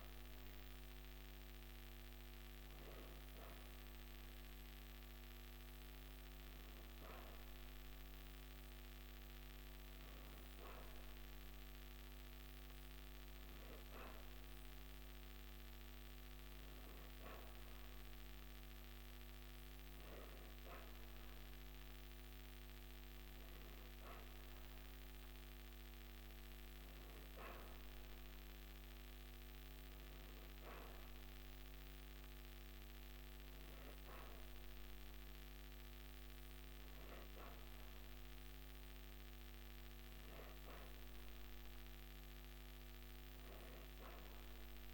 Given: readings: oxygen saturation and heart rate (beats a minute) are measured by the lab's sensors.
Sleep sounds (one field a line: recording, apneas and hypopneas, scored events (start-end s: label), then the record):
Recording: breathing in sleep, hard to hear, by a microphone on the trachea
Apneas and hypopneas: none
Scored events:
none scored
From the record:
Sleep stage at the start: N2 (light sleep)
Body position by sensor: on the back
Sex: female